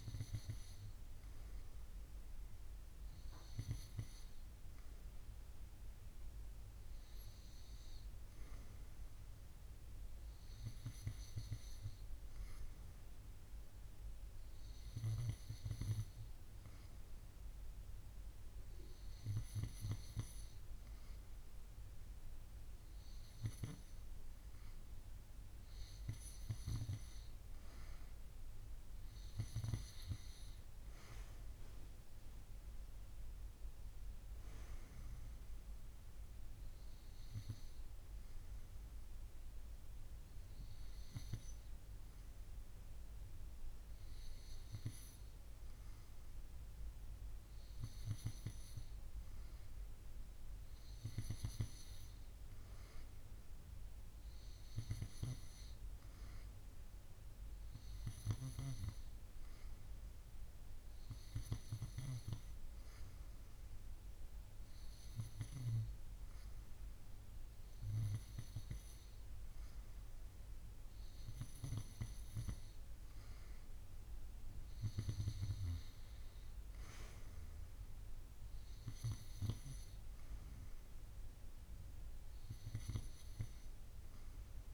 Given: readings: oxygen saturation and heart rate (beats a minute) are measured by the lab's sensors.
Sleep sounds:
breathing in sleep by a room microphone; none
none scored
From the record:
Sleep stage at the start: N2 (light sleep); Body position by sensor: on the right side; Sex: female

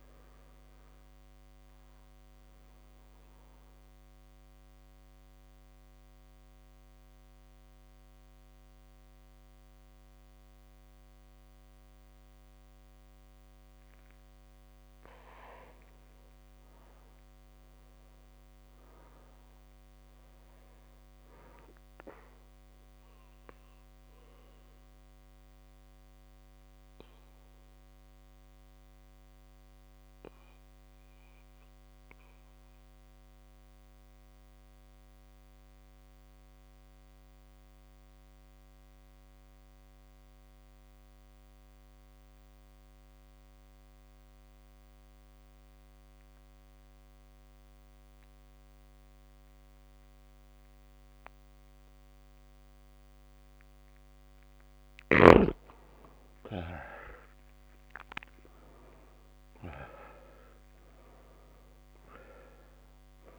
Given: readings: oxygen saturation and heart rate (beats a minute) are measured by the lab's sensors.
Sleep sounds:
breathing in sleep by a microphone on the trachea; 2
2.50-15.50 s: central apnea (oxygen 99% before, 91% lowest)
17.00-20.00 s: arousal
23.50-53.00 s: mixed apnea (oxygen 98% before, 88% lowest)
32.00-45.00 s: oxygen desaturation (device-marked, oxygen 97% before, 93% lowest)
56.00-60.50 s: arousal
59.00-63.39 s: oxygen desaturation (device-marked, oxygen 98% before, 88% lowest)
From the record:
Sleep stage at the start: N2 (light sleep); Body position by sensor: on the back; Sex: male

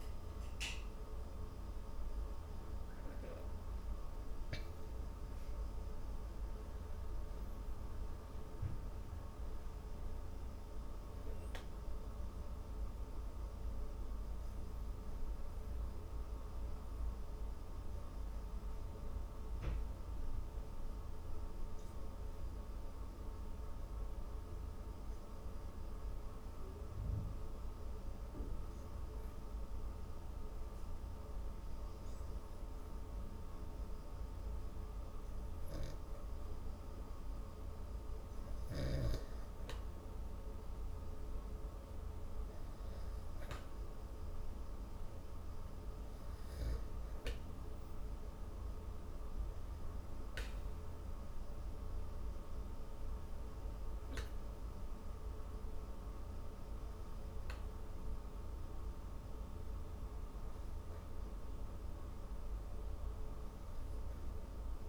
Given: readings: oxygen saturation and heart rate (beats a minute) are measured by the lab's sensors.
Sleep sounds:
breathing in sleep, hard to hear, by a room microphone; 1
13.50-27.00 s: obstructive apnea (oxygen 96% before, 91% lowest)
28.50-33.00 s: arousal
42.00-57.00 s: oxygen desaturation (device-marked, oxygen 97% before, 91% lowest)
From the record:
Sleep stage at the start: N2 (light sleep); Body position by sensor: on the back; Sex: female

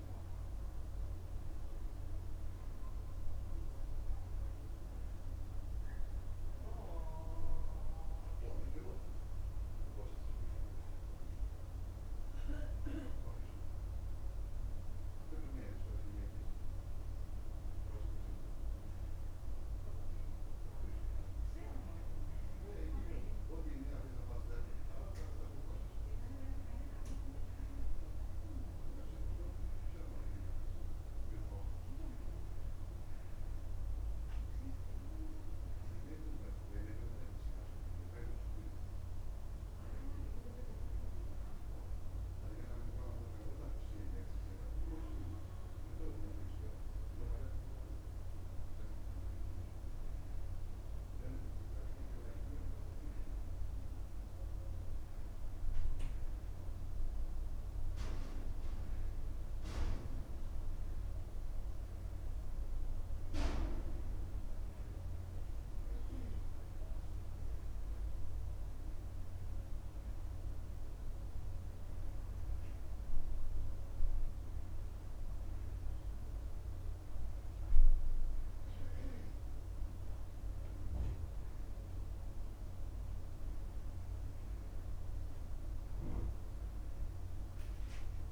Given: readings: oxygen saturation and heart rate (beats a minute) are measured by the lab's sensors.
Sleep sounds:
breathing in sleep by a room microphone; none
none scored
From the record:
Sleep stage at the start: N2 (light sleep); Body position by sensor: on the back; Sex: male

